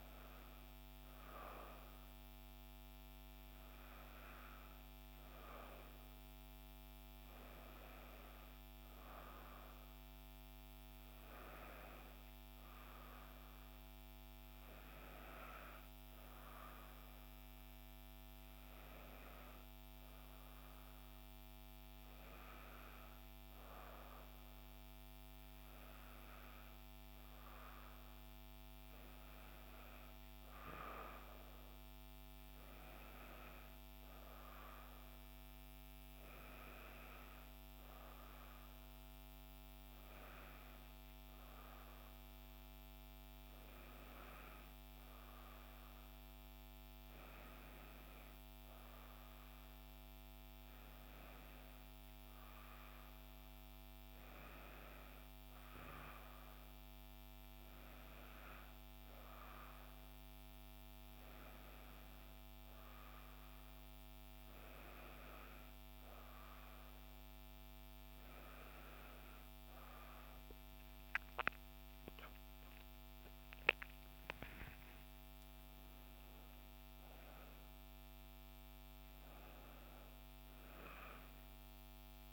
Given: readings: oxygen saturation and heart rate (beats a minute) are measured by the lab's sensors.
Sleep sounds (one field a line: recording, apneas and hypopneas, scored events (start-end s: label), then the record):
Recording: breathing in sleep by a microphone on the trachea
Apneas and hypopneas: none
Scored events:
70.50-74.50 s: arousal
From the record:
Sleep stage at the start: N1 (lightest sleep)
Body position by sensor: on the back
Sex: female